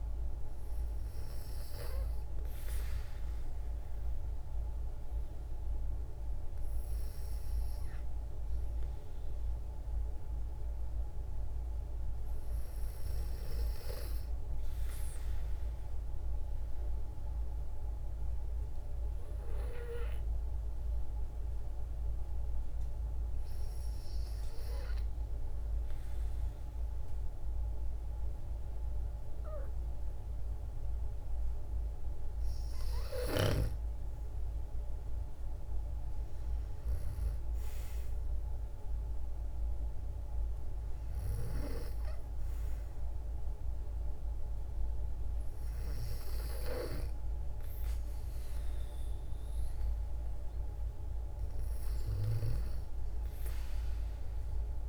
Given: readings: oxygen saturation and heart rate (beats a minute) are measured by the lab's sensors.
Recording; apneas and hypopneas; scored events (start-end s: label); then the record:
breathing in sleep by a room microphone; 1
0.00-14.50 s: oxygen desaturation (device-marked, oxygen 89% lowest, heart rate 56 extreme)
14.00-30.50 s: hypopnea (oxygen 95% before, 91% lowest, heart rate 59 before, 57 extreme, up 5 after)
33.00-36.00 s: arousal
33.50-54.89 s: oxygen desaturation (device-marked, oxygen 95% before, 91% lowest, heart rate 58 before, 56 extreme)
From the record:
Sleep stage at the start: N2 (light sleep); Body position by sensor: on the back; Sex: female